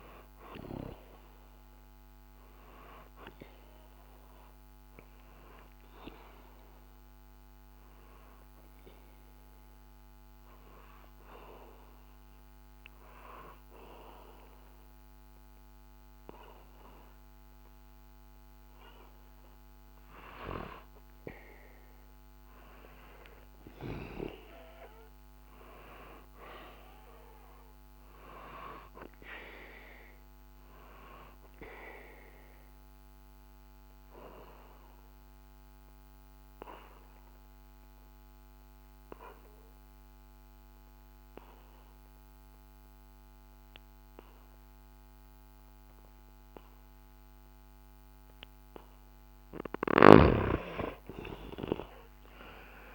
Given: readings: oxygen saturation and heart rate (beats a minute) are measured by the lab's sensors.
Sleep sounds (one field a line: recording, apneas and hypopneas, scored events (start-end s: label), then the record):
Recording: breathing in sleep by a microphone on the trachea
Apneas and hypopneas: 2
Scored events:
0.00-16.50 s: oxygen desaturation (device-marked, oxygen 91% lowest, heart rate 63 extreme)
8.00-19.50 s: obstructive apnea (oxygen 98% before, 91% lowest, heart rate 65 before, 63 extreme, up 2 after)
21.00-25.00 s: arousal
31.00-48.00 s: obstructive apnea (oxygen 98% before, 91% lowest, heart rate 65 before, 54 extreme, up 3 after)
31.50-44.50 s: oxygen desaturation (device-marked, oxygen 98% before, 94% lowest, heart rate 65 before, 54 extreme)
From the record:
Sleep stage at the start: REM sleep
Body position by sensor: on the back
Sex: male